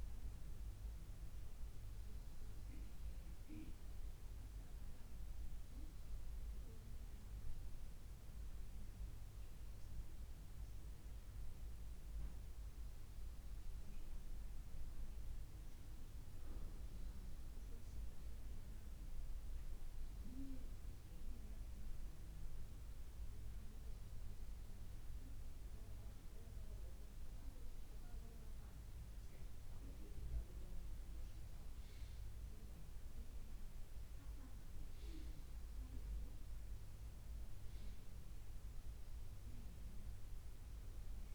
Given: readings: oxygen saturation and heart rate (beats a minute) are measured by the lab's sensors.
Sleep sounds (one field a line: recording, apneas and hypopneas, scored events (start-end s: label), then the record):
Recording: breathing in sleep, hard to hear, by a room microphone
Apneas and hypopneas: none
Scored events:
none scored
From the record:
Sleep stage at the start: N2 (light sleep)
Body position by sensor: upright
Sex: male